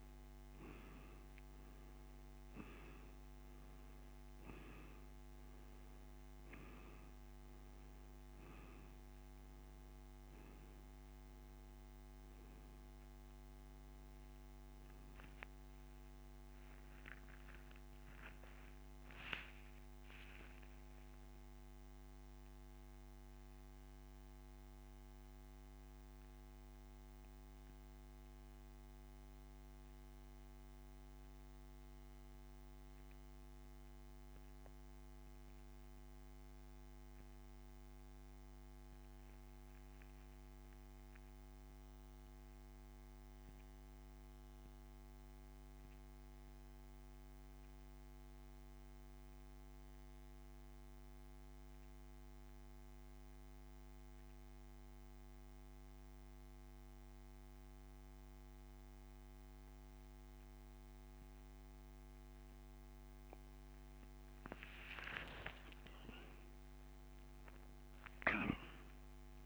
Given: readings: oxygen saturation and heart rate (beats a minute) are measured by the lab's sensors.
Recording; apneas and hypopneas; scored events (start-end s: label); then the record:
breathing in sleep, hard to hear, by a microphone on the trachea; 1
0.00-20.50 s: oxygen desaturation (device-marked, oxygen 91% lowest)
21.50-25.50 s: arousal
27.50-62.00 s: central apnea (oxygen 93% before, 85% lowest)
30.50-54.50 s: oxygen desaturation (device-marked, oxygen 92% before, 86% lowest)
65.50-69.46 s: arousal
From the record:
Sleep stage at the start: N1 (lightest sleep); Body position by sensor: on the back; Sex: male